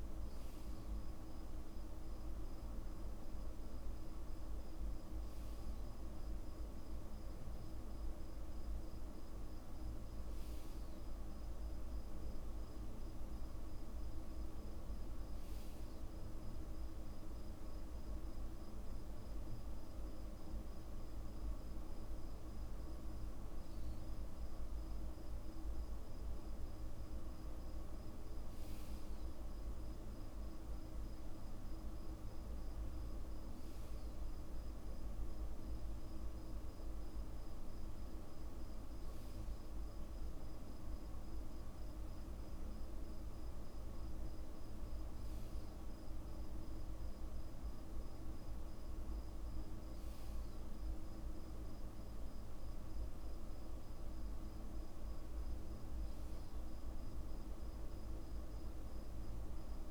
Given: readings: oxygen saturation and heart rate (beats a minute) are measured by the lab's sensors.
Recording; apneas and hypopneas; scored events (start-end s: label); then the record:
breathing in sleep, hard to hear, by a room microphone; none
11.00-59.91 s: new sleep stage, REM sleep
From the record:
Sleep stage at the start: N2 (light sleep); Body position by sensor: on the back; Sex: male